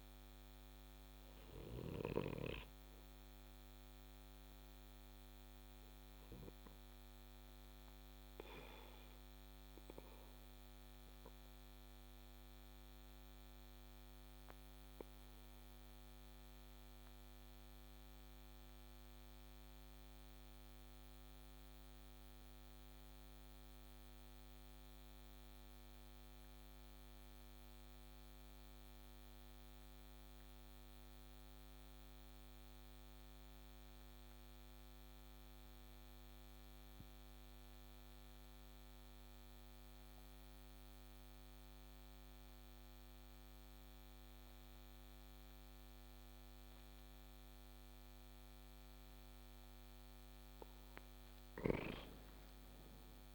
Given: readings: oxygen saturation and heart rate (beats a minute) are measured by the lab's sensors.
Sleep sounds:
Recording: breathing in sleep, hard to hear, by a microphone on the trachea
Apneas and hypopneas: 1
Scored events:
13.00-48.50 s: obstructive apnea (oxygen 95% before, 91% lowest)
From the record:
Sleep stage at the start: N2 (light sleep)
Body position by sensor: on the back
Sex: male

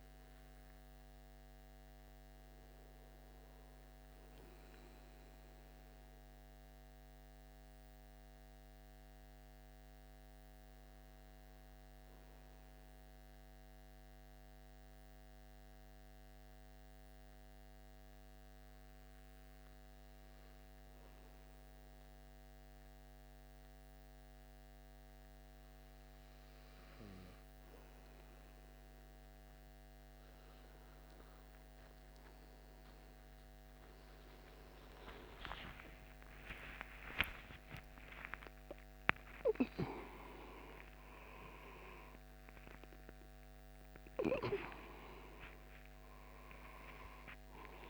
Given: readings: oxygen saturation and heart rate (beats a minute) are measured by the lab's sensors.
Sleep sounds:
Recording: breathing in sleep by a microphone on the trachea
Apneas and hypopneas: 1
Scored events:
8.50-25.50 s: hypopnea (oxygen 97% before, 93% lowest)
35.00-41.00 s: arousal
From the record:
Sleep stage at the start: N2 (light sleep)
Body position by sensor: on the right side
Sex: male

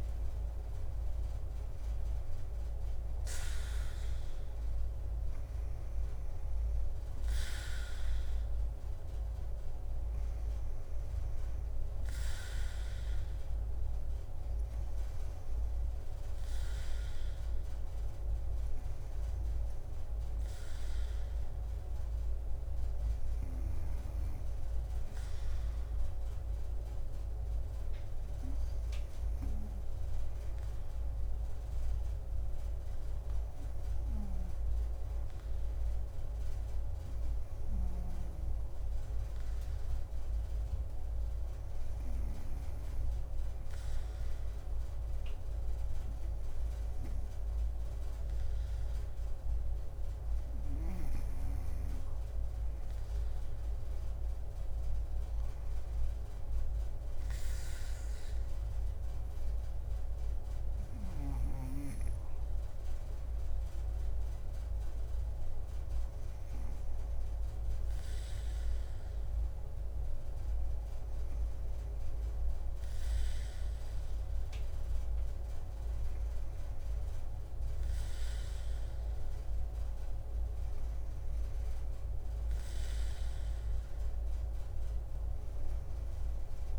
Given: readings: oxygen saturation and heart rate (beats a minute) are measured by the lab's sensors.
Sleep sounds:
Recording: breathing in sleep, hard to hear, by a room microphone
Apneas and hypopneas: 1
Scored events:
0.00-2.50 s: leg movement (device-marked)
0.00-3.00 s: arousal
2.00-14.00 s: drop in pulse transit time (device-marked, heart rate 62 before, 53 extreme)
26.50-41.50 s: obstructive apnea (oxygen 97% before, 96% lowest, heart rate 58 before, 57 extreme, up 5 after)
37.50-42.50 s: snoring (device-marked)
44.00-48.00 s: arousal
63.00-84.00 s: drop in pulse transit time (device-marked, heart rate 61 before, 55 extreme)
From the record:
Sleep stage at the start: N2 (light sleep)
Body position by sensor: on the back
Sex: female

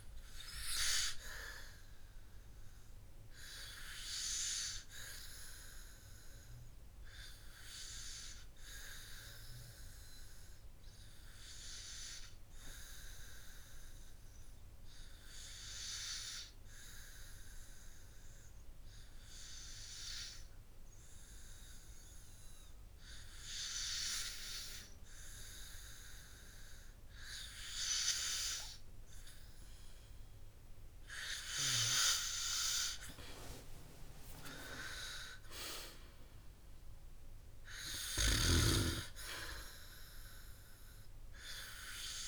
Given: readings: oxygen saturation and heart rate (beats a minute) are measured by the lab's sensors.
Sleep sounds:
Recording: breathing in sleep by a room microphone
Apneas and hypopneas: 1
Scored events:
4.50-27.50 s: hypopnea (oxygen 98% before, 94% lowest, heart rate 61 before, 48 extreme, up 4 after)
13.00-29.00 s: oxygen desaturation (device-marked, oxygen 97% before, 94% lowest, heart rate 59 before, 53 extreme)
33.00-36.50 s: arousal
From the record:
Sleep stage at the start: N2 (light sleep)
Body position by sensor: on the back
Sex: male

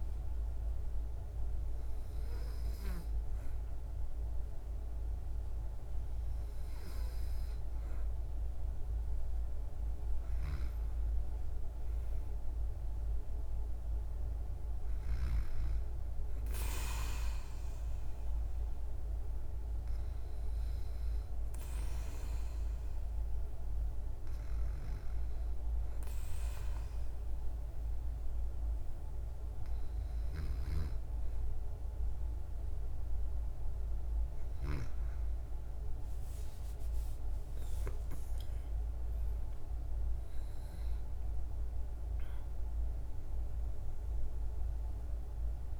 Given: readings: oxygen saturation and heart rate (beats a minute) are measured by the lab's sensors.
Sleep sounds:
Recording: breathing in sleep, hard to hear, by a room microphone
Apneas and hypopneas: none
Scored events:
36.50-41.50 s: arousal
From the record:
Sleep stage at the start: N2 (light sleep)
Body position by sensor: on the back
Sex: female

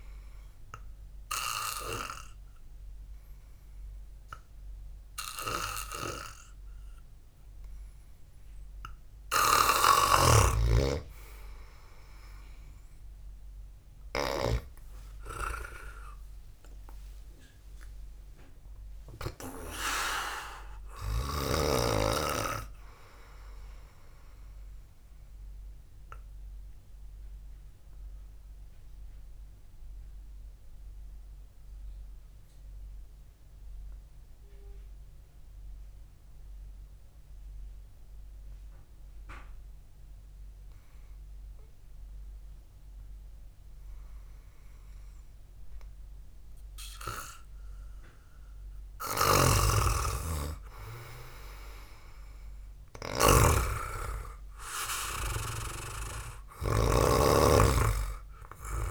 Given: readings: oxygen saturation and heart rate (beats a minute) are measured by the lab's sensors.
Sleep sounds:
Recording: breathing in sleep by a room microphone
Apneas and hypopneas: 1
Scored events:
10.50-15.00 s: snoring (device-marked)
16.50-32.50 s: oxygen desaturation (device-marked, oxygen 94% before, 89% lowest, heart rate 55 before, 55 extreme)
17.50-21.50 s: arousal
27.50-43.50 s: obstructive apnea (oxygen 95% before, 89% lowest, heart rate 58 before, 55 extreme, up 0 after)
48.50-52.50 s: arousal
49.50-57.50 s: snoring (device-marked)
From the record:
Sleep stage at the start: N2 (light sleep)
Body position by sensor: on the back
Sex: male

